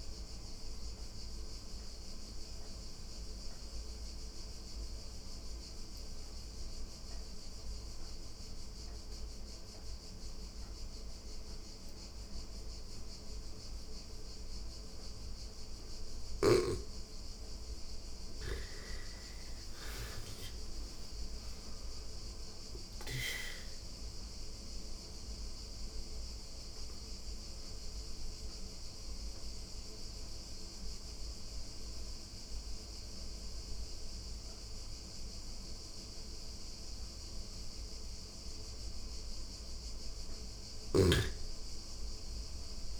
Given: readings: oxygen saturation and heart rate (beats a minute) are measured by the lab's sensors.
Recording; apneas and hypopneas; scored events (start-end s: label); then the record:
breathing in sleep by a room microphone; 2
0.00-8.00 s: oxygen desaturation (device-marked, oxygen 86% lowest, heart rate 85 extreme)
2.00-18.00 s: mixed apnea (oxygen 99% before, 85% lowest, heart rate 90 before, 84 extreme, up 5 after)
18.50-22.00 s: arousal
19.00-36.00 s: oxygen desaturation (device-marked, oxygen 99% before, 85% lowest, heart rate 88 before, 84 extreme)
24.00-37.50 s: obstructive apnea (oxygen 99% before, 85% lowest, heart rate 87 before, 84 extreme, up 4 after)
42.00-43.00 s: arousal
From the record:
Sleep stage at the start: N2 (light sleep); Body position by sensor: on the back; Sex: female